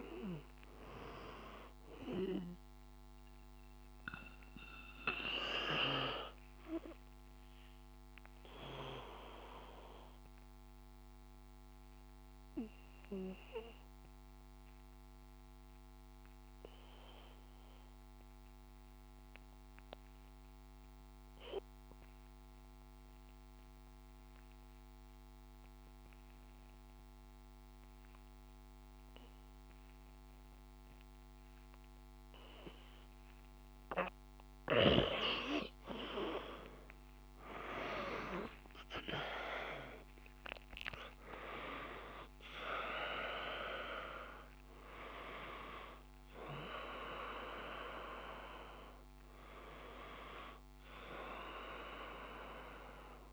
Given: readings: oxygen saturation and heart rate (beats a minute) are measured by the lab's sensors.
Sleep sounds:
breathing in sleep by a microphone on the trachea; 1
0.00-20.00 s: oxygen desaturation (device-marked, oxygen 87% lowest, heart rate 52 extreme)
2.50-33.00 s: obstructive apnea (oxygen 97% before, 86% lowest, heart rate 56 before, 52 extreme, up 8 after)
36.50-41.50 s: arousal
38.00-53.33 s: oxygen desaturation (device-marked, oxygen 97% before, 86% lowest, heart rate 55 before, 55 extreme)
From the record:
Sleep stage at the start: N2 (light sleep); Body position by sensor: on the back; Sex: male

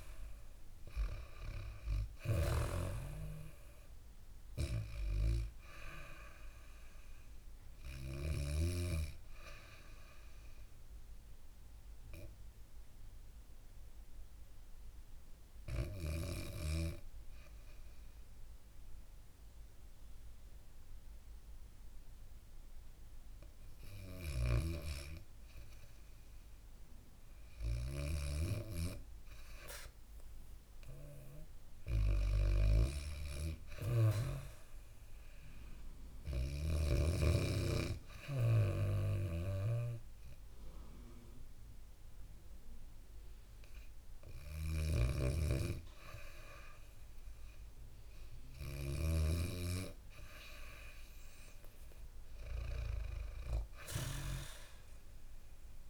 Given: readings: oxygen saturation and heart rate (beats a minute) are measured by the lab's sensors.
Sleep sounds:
breathing in sleep by a room microphone; 2
0.00-8.00 s: snoring (device-marked)
0.00-16.50 s: oxygen desaturation (device-marked, oxygen 89% lowest, heart rate 63 extreme)
10.50-25.00 s: obstructive apnea (oxygen 97% before, 91% lowest, heart rate 69 before, 63 extreme, up 1 after)
23.50-27.50 s: snoring (device-marked)
25.50-47.50 s: oxygen desaturation (device-marked, oxygen 98% before, 91% lowest, heart rate 70 before, 64 extreme)
27.50-32.00 s: arousal
39.00-50.50 s: hypopnea (oxygen 98% before, 91% lowest, heart rate 66 before, 65 extreme, up 4 after)
44.00-48.50 s: snoring (device-marked)
53.00-55.90 s: arousal
From the record:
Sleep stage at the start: REM sleep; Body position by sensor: on the back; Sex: female

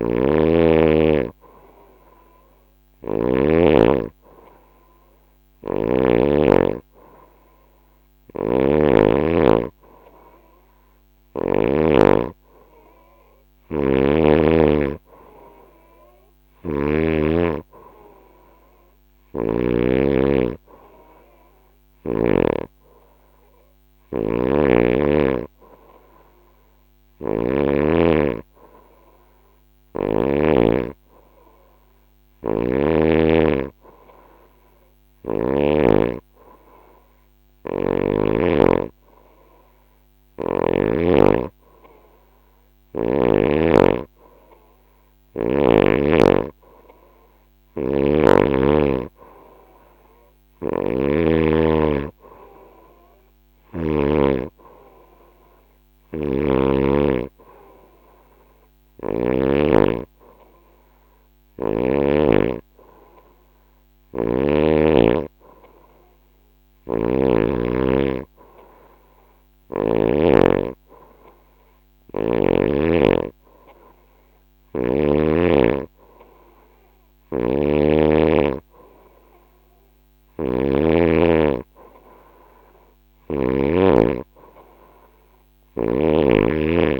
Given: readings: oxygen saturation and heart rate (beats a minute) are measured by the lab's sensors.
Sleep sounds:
breathing in sleep by a microphone on the trachea; none
0.00-5.50 s: snoring (device-marked)
7.50-11.00 s: snoring (device-marked)
15.50-19.00 s: snoring (device-marked)
23.50-27.00 s: snoring (device-marked)
31.50-35.00 s: snoring (device-marked)
47.00-53.50 s: snoring (device-marked)
58.00-61.50 s: snoring (device-marked)
66.00-69.50 s: snoring (device-marked)
76.50-83.00 s: snoring (device-marked)
85.00-87.00 s: snoring (device-marked)
From the record:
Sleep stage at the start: N2 (light sleep); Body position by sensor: on the right side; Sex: female

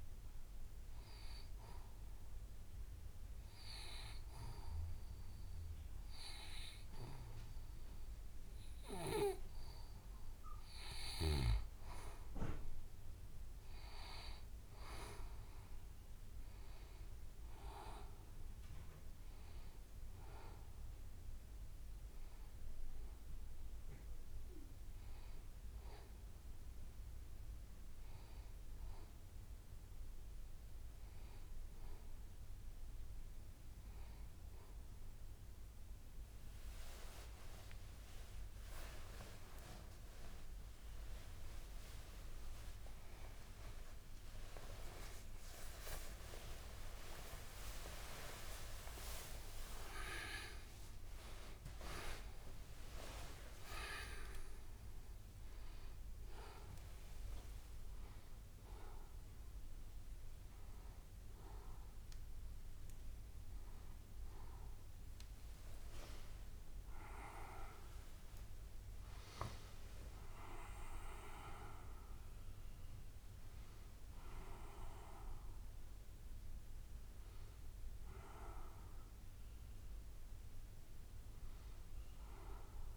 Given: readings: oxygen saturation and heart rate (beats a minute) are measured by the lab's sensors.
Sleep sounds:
a person partly awake in a sleep study, by a room microphone; 1
1.50-12.00 s: obstructive apnea (oxygen 91% before, 85% lowest, heart rate 77 before, 74 extreme, up 8 after)
17.00-34.00 s: oxygen desaturation (device-marked, oxygen 91% before, 85% lowest, heart rate 76 before, 77 extreme)
35.00-65.00 s: new sleep stage, awake
44.00-46.00 s: long interval between heartbeats (device-marked, heart rate 79 before, 88 extreme)
46.00-48.00 s: long interval between heartbeats (device-marked, heart rate 79 before, 99 extreme)
49.50-51.50 s: long interval between heartbeats (device-marked, heart rate 83 before, 110 extreme)
53.00-64.00 s: oxygen desaturation (device-marked, oxygen 92% before, 89% lowest, heart rate 90 before, 73 extreme)
65.00-82.97 s: new sleep stage, N2 (light sleep)
From the record:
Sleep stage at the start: N2 (light sleep); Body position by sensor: on the right side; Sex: female

